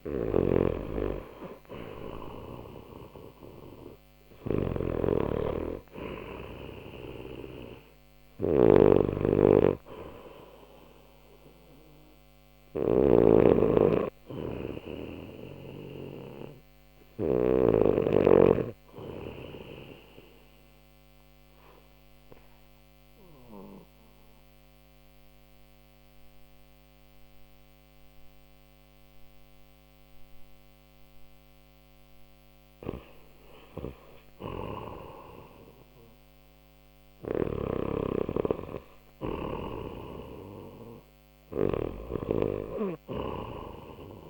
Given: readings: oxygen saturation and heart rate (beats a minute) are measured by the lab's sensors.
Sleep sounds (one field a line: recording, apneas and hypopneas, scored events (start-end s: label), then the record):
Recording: breathing in sleep by a microphone on the trachea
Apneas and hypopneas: 1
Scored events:
0.00-12.00 s: oxygen desaturation (device-marked, oxygen 88% lowest, heart rate 61 extreme)
0.00-17.50 s: snoring (device-marked)
13.00-17.00 s: arousal
19.00-32.00 s: obstructive apnea (oxygen 91% before, 86% lowest, heart rate 65 before, 61 extreme, up 2 after)
34.50-39.00 s: arousal
From the record:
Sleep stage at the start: REM sleep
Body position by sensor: on the left side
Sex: male